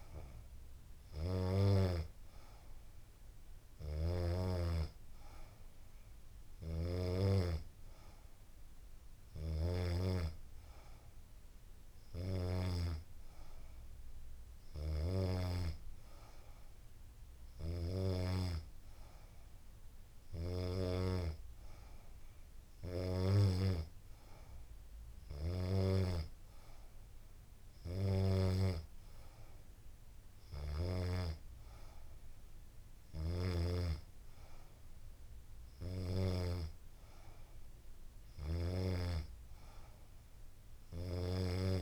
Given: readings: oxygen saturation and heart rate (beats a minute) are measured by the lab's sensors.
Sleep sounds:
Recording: breathing in sleep by a room microphone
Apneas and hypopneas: none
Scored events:
none scored
From the record:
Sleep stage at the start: N2 (light sleep)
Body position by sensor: on the back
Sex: female

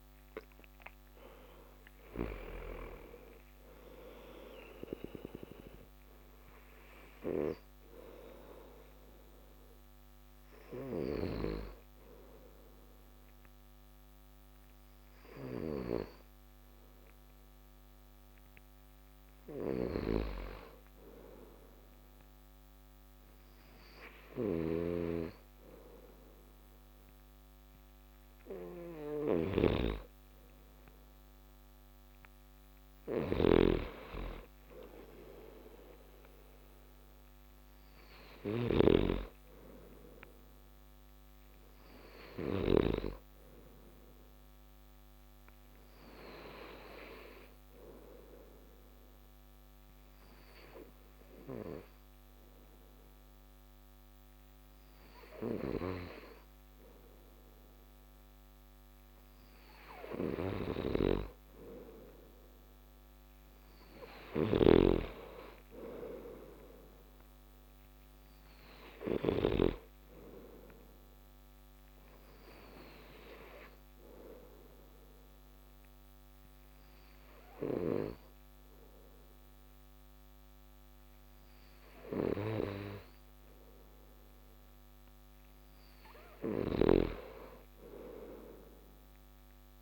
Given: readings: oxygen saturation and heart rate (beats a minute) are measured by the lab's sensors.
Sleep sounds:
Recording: breathing in sleep by a microphone on the trachea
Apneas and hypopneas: 3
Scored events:
0.00-24.50 s: oxygen desaturation (device-marked, oxygen 90% lowest)
3.50-17.00 s: hypopnea (oxygen 97% before, 90% lowest)
22.00-27.00 s: arousal
23.50-42.00 s: snoring (device-marked)
42.00-59.50 s: hypopnea (oxygen 97% before, 93% lowest)
61.50-65.50 s: arousal
72.50-85.00 s: hypopnea (oxygen 95% before, 93% lowest)
86.00-89.82 s: snoring (device-marked)
87.00-89.82 s: arousal
From the record:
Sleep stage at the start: N2 (light sleep)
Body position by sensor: on the back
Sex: male

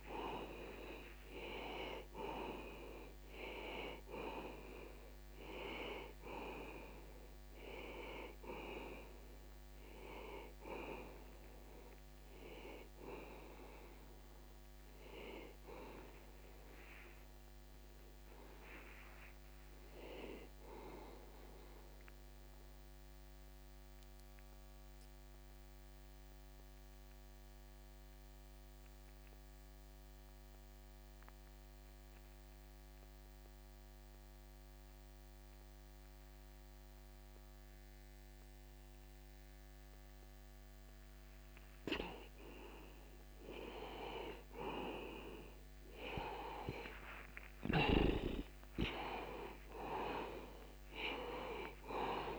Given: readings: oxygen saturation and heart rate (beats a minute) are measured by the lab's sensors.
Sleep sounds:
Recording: breathing in sleep by a microphone on the trachea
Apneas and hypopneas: 1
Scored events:
0.00-9.50 s: oxygen desaturation (device-marked, oxygen 92% lowest)
14.00-18.50 s: arousal
23.50-42.50 s: mixed apnea (oxygen 95% before, 83% lowest, heart rate 65 before, 52 extreme, up 34 after)
47.50-52.39 s: arousal
From the record:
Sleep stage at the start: N2 (light sleep)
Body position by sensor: on the back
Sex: male

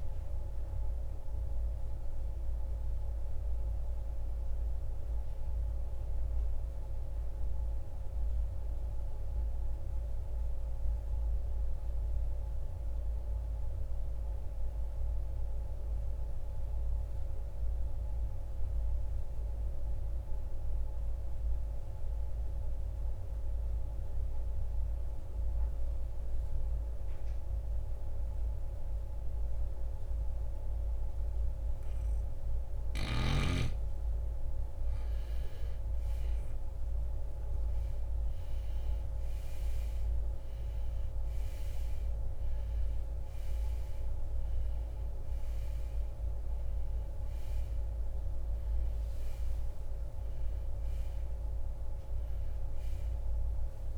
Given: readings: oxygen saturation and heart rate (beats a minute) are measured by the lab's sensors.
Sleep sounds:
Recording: breathing in sleep, hard to hear, by a room microphone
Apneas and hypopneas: 1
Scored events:
0.00-14.50 s: oxygen desaturation (device-marked, oxygen 80% lowest, heart rate 50 extreme)
0.50-32.50 s: obstructive apnea (oxygen 94% before, 79% lowest, heart rate 74 before, 50 extreme, up 20 after)
34.00-39.00 s: arousal
36.50-53.98 s: oxygen desaturation (device-marked, oxygen 96% before, 79% lowest, heart rate 62 before, 53 extreme)
From the record:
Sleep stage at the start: REM sleep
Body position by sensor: on the right side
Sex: male

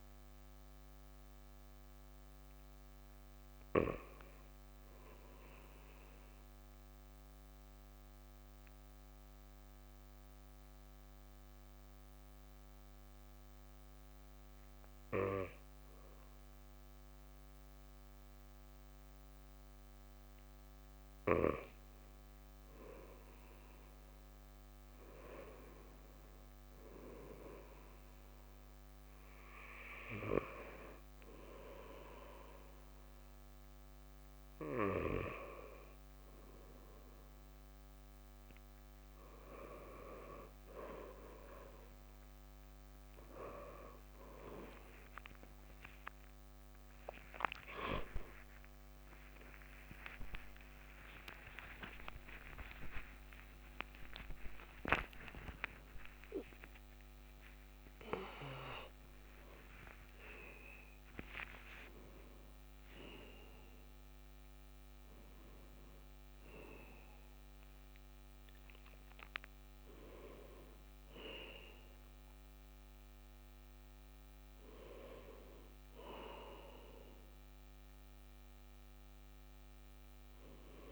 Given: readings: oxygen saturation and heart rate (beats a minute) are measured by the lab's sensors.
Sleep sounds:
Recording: a person partly awake in a sleep study, by a microphone on the trachea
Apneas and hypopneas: 1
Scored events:
7.00-20.00 s: hypopnea (oxygen 98% before, 93% lowest, heart rate 58 before, 61 extreme, up 3 after)
22.50-26.50 s: arousal
38.50-57.50 s: tachycardia (device-marked, heart rate 61 before, 160 extreme)
47.50-77.50 s: new sleep stage, awake
77.50-80.92 s: new sleep stage, N1 (lightest sleep)
From the record:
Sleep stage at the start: N2 (light sleep)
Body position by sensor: on the right side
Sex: male

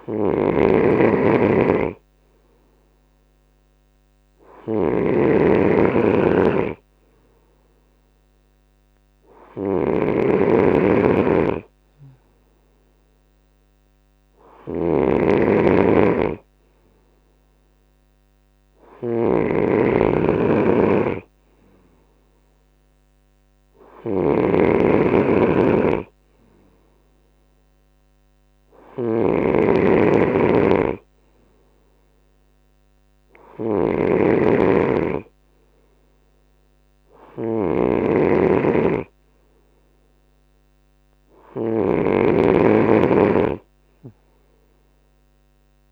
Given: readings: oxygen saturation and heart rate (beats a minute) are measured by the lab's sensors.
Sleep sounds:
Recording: breathing in sleep by a microphone on the trachea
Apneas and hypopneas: none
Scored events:
0.00-45.92 s: snoring (device-marked)
From the record:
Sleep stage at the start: N2 (light sleep)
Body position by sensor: on the right side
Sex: male

